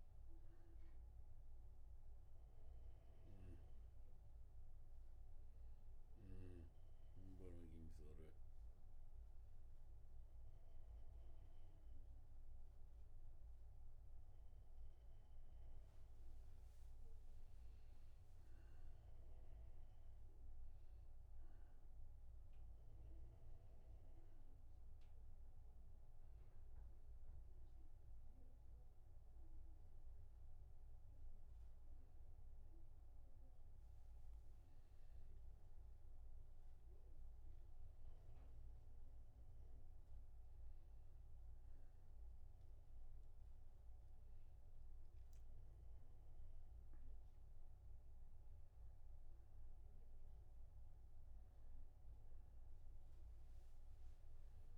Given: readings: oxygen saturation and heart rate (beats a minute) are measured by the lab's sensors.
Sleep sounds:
a person awake in a sleep study, hard to hear, by a room microphone; none
none scored
From the record:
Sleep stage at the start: awake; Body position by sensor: on the back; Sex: male

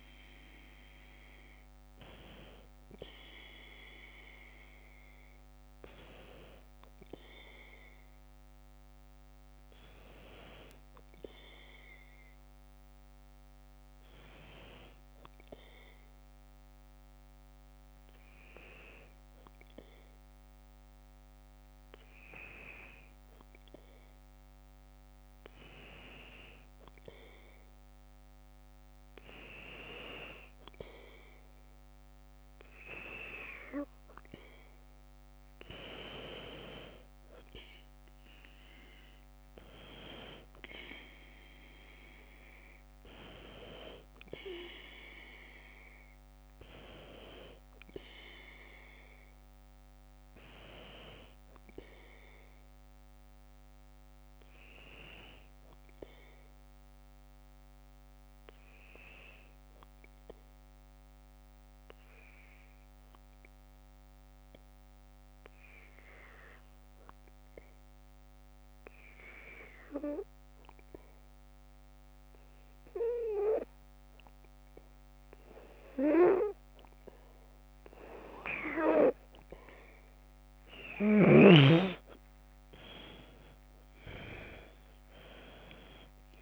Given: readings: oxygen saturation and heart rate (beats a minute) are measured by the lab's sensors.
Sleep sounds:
breathing in sleep by a microphone on the trachea; 2
0.00-16.00 s: oxygen desaturation (device-marked, oxygen 91% lowest, heart rate 49 extreme)
14.50-30.00 s: hypopnea (oxygen 96% before, 92% lowest, heart rate 52 before, 49 extreme, up 4 after)
33.00-63.00 s: oxygen desaturation (device-marked, oxygen 98% before, 94% lowest, heart rate 52 before, 49 extreme)
38.00-42.00 s: arousal
59.00-75.00 s: obstructive apnea (oxygen 97% before, 90% lowest, heart rate 51 before, 51 extreme, up 1 after)
77.00-86.42 s: oxygen desaturation (device-marked, oxygen 97% before, 90% lowest, heart rate 52 before, 50 extreme)
78.00-81.50 s: arousal
From the record:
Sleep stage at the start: N2 (light sleep); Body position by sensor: on the back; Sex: female

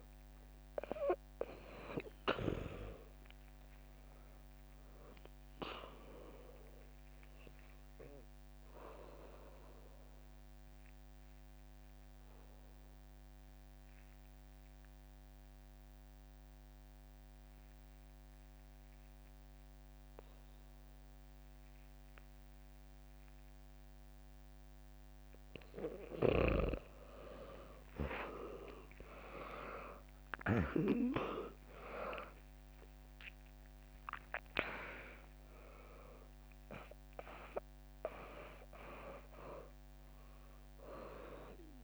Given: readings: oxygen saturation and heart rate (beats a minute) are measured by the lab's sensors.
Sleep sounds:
breathing in sleep by a microphone on the trachea; 1
0.00-5.50 s: drop in pulse transit time (device-marked, heart rate 60 extreme)
8.00-25.00 s: obstructive apnea (oxygen 99% before, 95% lowest, heart rate 67 before, 61 extreme, up 1 after)
28.50-34.00 s: arousal
29.50-41.84 s: drop in pulse transit time (device-marked, heart rate 65 before, 61 extreme)
32.50-41.84 s: oxygen desaturation (device-marked, oxygen 99% before, 95% lowest, heart rate 64 before, 62 extreme)
From the record:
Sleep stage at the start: N2 (light sleep); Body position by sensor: on the back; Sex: female

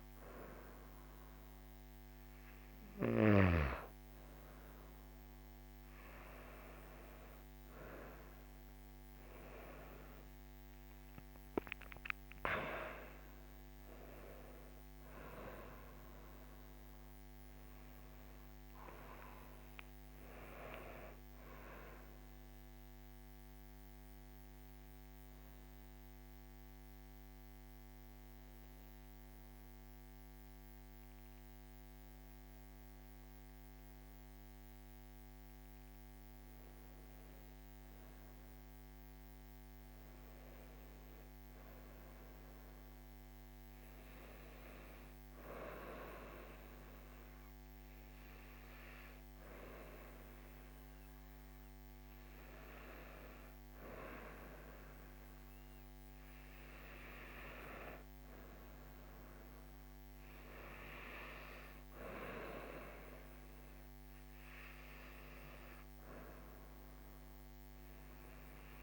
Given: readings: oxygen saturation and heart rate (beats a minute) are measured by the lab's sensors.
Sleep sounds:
breathing in sleep by a microphone on the trachea; none
9.00-14.00 s: arousal
From the record:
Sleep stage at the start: N2 (light sleep); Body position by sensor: on the right side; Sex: female

